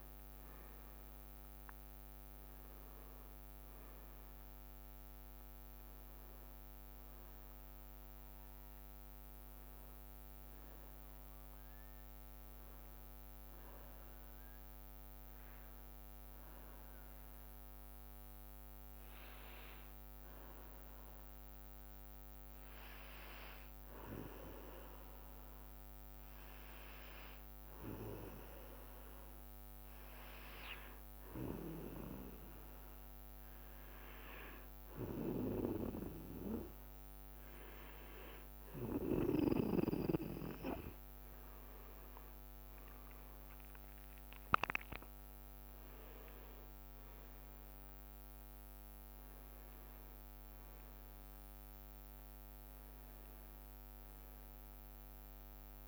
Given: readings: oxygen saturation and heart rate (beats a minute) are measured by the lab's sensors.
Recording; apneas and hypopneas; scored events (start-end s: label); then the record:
breathing in sleep by a microphone on the trachea; 1
0.00-3.50 s: arousal
0.00-18.50 s: oxygen desaturation (device-marked, oxygen 94% lowest, heart rate 64 extreme)
0.50-2.00 s: leg movement (device-marked)
12.00-36.50 s: hypopnea (oxygen 98% before, 95% lowest, heart rate 68 before, 64 extreme, up 3 after)
29.50-52.50 s: oxygen desaturation (device-marked, oxygen 99% before, 95% lowest, heart rate 66 before, 64 extreme)
40.50-43.00 s: leg movement (device-marked)
41.50-46.00 s: arousal
From the record:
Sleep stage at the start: N2 (light sleep); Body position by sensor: on the back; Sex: male